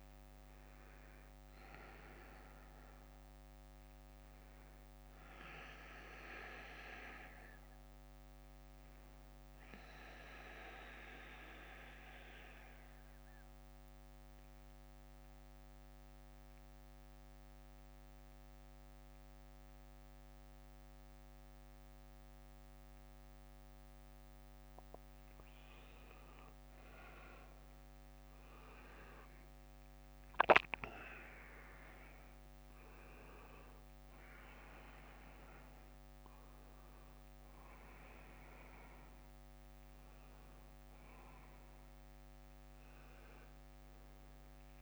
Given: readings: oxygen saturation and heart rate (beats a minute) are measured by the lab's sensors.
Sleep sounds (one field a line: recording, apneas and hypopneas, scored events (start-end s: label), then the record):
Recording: a person partly awake in a sleep study, by a microphone on the trachea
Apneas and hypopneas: 1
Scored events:
5.50-23.50 s: bradycardia (device-marked, heart rate 66 before, 50 extreme)
11.00-26.00 s: central apnea (oxygen 97% before, 94% lowest, heart rate 66 before, 50 extreme, up 23 after)
28.50-44.82 s: new sleep stage, awake
42.50-44.82 s: oxygen desaturation (device-marked, oxygen 97% before, 94% lowest, heart rate 66 before, 50 extreme)
From the record:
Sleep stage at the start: N1 (lightest sleep)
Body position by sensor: on the back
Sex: male